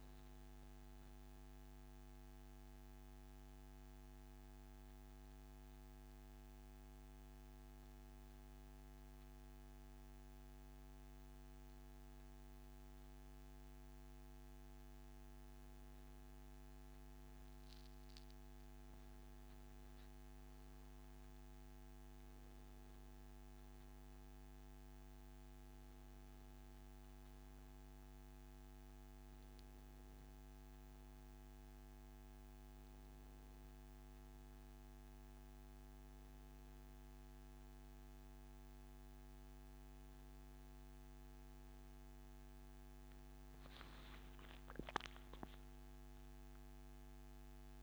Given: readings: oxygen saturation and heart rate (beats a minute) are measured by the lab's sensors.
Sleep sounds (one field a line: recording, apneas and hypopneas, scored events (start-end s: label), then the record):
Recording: a person awake in a sleep study, hard to hear, by a microphone on the trachea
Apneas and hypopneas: none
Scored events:
19.00-21.00 s: long interval between heartbeats (device-marked, heart rate 142 before, 159 extreme)
From the record:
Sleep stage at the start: awake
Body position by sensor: on the back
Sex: male